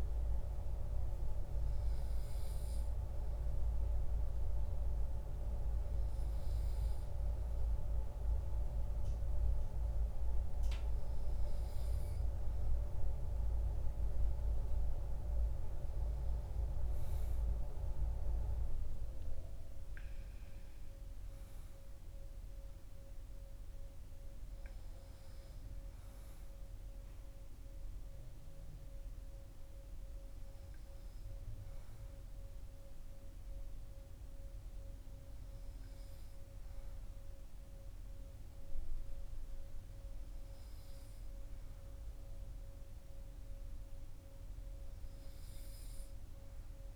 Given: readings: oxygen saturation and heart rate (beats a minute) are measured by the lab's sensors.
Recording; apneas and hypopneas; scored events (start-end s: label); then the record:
breathing in sleep by a room microphone; none
none scored
From the record:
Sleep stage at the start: N2 (light sleep); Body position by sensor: on the right side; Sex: male